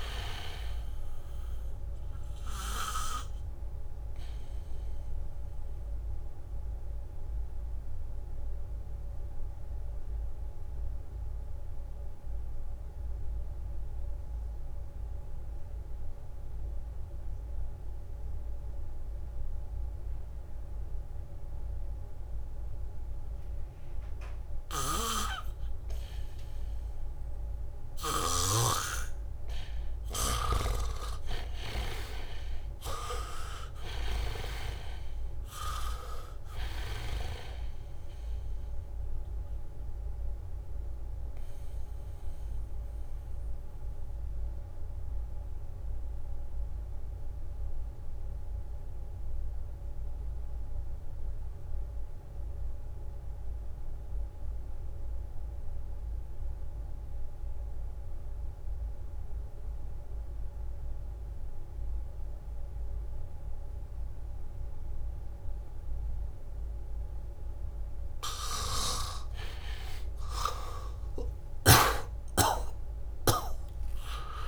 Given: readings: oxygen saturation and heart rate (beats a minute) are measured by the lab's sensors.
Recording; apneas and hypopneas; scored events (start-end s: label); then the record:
breathing in sleep by a room microphone; 2
0.00-1.00 s: arousal
0.00-15.50 s: oxygen desaturation (device-marked, oxygen 82% lowest, heart rate 66 extreme)
4.50-28.50 s: obstructive apnea (oxygen 99% before, 74% lowest, heart rate 78 before, 66 extreme, up 6 after)
20.50-57.50 s: oxygen desaturation (device-marked, oxygen 97% before, 74% lowest, heart rate 75 before, 67 extreme)
25.00-29.00 s: snoring (device-marked)
29.50-35.00 s: arousal
41.50-66.00 s: obstructive apnea (oxygen 97% before, 74% lowest, heart rate 70 before, 67 extreme, up 7 after)
60.00-62.50 s: leg movement (device-marked)
62.50-74.48 s: oxygen desaturation (device-marked, oxygen 98% before, 74% lowest, heart rate 75 before, 68 extreme)
69.50-74.48 s: arousal
71.00-73.00 s: leg movement (device-marked)
From the record:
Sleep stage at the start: REM sleep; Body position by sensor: on the back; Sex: male